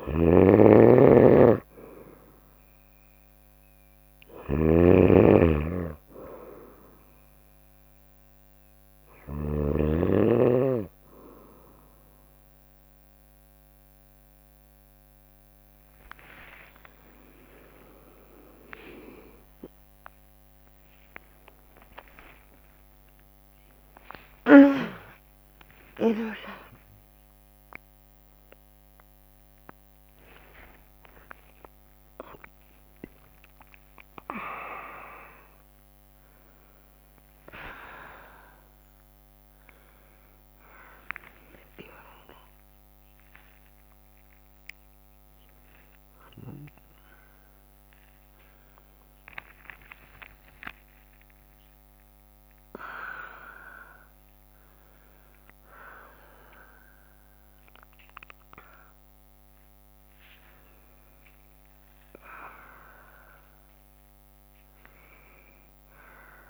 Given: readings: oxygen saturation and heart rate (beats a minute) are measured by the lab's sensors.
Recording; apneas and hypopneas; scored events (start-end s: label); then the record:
a person awake in a sleep study, by a microphone on the trachea; none
0.00-9.00 s: snoring (device-marked)
0.00-12.00 s: drop in pulse transit time (device-marked, heart rate 63 extreme)
9.00-11.00 s: long interval between heartbeats (device-marked, heart rate 72 before, 71 extreme)
16.00-18.00 s: long interval between heartbeats (device-marked, heart rate 71 before, 79 extreme)
20.00-37.00 s: tachycardia (device-marked, heart rate 68 before, 120 extreme)
21.50-23.50 s: long interval between heartbeats (device-marked, heart rate 73 before, 92 extreme)
24.00-42.00 s: drop in pulse transit time (device-marked, heart rate 77 before, 96 extreme)
28.00-66.50 s: new sleep stage, awake
30.00-32.00 s: long interval between heartbeats (device-marked, heart rate 91 before, 115 extreme)
49.00-51.00 s: long interval between heartbeats (device-marked, heart rate 97 before, 67 extreme)
55.00-65.00 s: drop in pulse transit time (device-marked, heart rate 84 before, 65 extreme)
From the record:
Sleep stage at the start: N2 (light sleep); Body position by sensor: on the right side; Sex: female